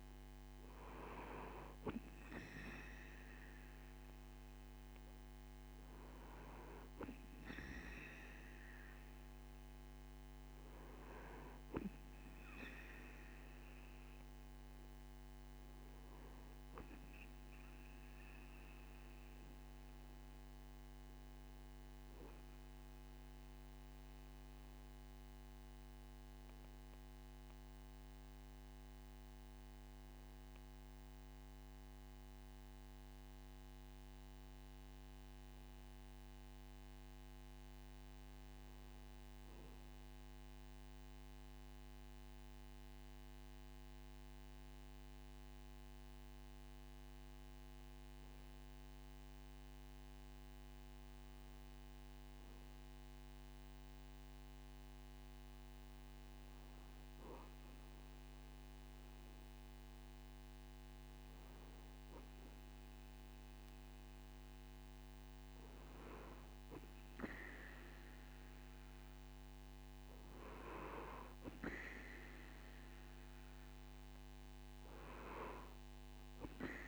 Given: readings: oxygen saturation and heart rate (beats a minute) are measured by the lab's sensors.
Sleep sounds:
breathing in sleep by a microphone on the trachea; 1
21.50-46.00 s: hypopnea (oxygen 97% before, 94% lowest, heart rate 70 before, 61 extreme, up 4 after)
48.00-51.00 s: arousal
From the record:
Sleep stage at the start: N2 (light sleep); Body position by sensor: on the right side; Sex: male

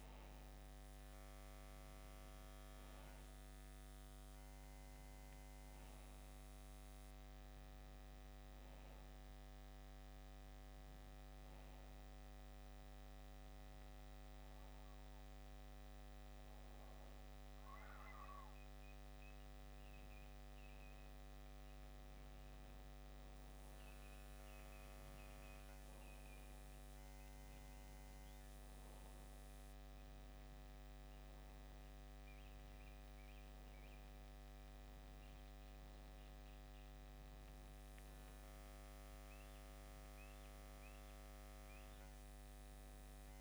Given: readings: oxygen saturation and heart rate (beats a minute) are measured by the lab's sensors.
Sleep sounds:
breathing in sleep, hard to hear, by a microphone on the trachea; 1
11.50-21.50 s: obstructive apnea (oxygen 94% before, 93% lowest, heart rate 69 before, 66 extreme, up 7 after)
23.50-26.50 s: arousal
From the record:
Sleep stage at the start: N2 (light sleep); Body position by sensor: on the back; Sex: male

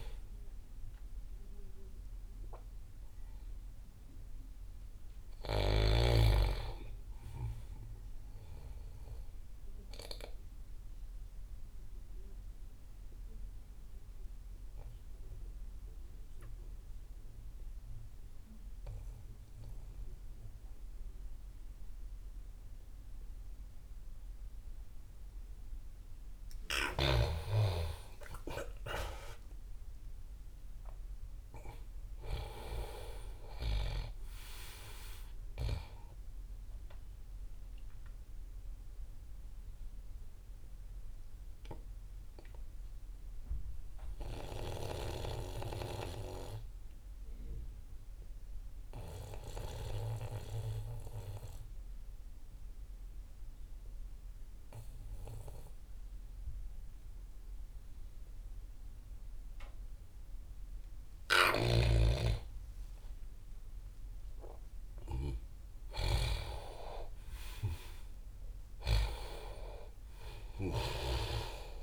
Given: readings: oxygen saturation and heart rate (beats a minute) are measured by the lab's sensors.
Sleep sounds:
breathing in sleep by a room microphone; 2
1.50-16.50 s: oxygen desaturation (device-marked, oxygen 99% before, 95% lowest)
9.00-26.50 s: obstructive apnea (oxygen 99% before, 88% lowest)
27.50-32.50 s: arousal
31.50-50.50 s: oxygen desaturation (device-marked, oxygen 98% before, 88% lowest)
38.00-62.00 s: obstructive apnea (oxygen 98% before, 88% lowest)
62.00-71.50 s: snoring (device-marked)
64.00-69.00 s: arousal
67.50-71.83 s: oxygen desaturation (device-marked, oxygen 99% before, 92% lowest)
From the record:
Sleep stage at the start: N2 (light sleep); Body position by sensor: on the back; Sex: male

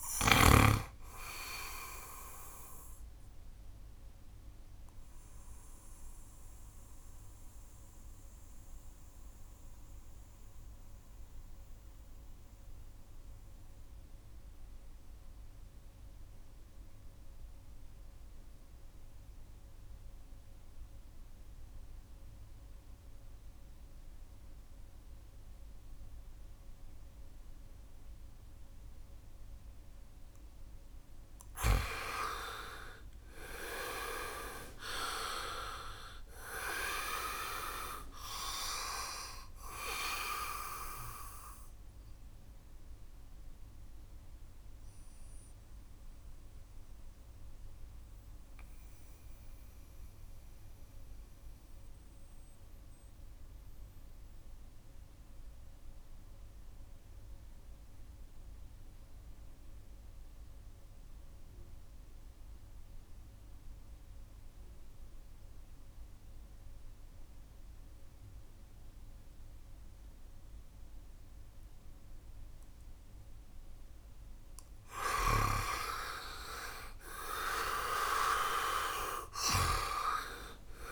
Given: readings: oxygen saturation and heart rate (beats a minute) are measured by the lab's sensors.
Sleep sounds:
breathing in sleep by a room microphone; 2
0.00-20.50 s: oxygen desaturation (device-marked, oxygen 79% lowest, heart rate 66 extreme)
2.50-30.50 s: mixed apnea (oxygen 98% before, 79% lowest, heart rate 69 before, 66 extreme, up 7 after)
30.50-59.50 s: oxygen desaturation (device-marked, oxygen 98% before, 82% lowest, heart rate 70 before, 66 extreme)
33.00-37.00 s: arousal
41.00-73.50 s: mixed apnea (oxygen 98% before, 78% lowest, heart rate 70 before, 63 extreme, up 7 after)
70.50-80.92 s: oxygen desaturation (device-marked, oxygen 99% before, 79% lowest, heart rate 70 before, 63 extreme)
75.50-79.50 s: arousal
From the record:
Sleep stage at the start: N2 (light sleep); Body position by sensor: on the back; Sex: male

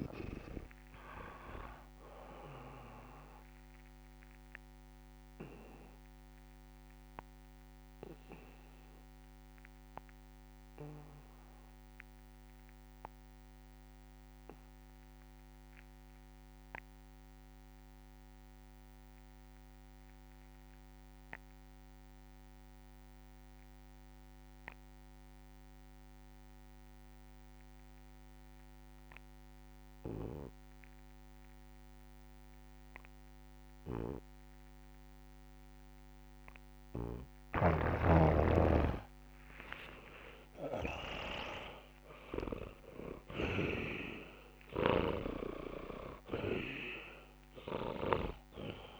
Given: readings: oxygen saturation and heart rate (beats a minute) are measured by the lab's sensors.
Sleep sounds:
breathing in sleep by a microphone on the trachea; 1
0.00-14.00 s: oxygen desaturation (device-marked, oxygen 85% lowest, heart rate 66 extreme)
5.00-38.00 s: mixed apnea (oxygen 99% before, 83% lowest, heart rate 71 before, 66 extreme, up 4 after)
30.00-49.00 s: oxygen desaturation (device-marked, oxygen 99% before, 83% lowest, heart rate 68 before, 64 extreme)
33.50-42.50 s: snoring (device-marked)
39.50-43.50 s: arousal
44.50-48.00 s: snoring (device-marked)
From the record:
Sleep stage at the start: N2 (light sleep); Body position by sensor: on the back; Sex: male

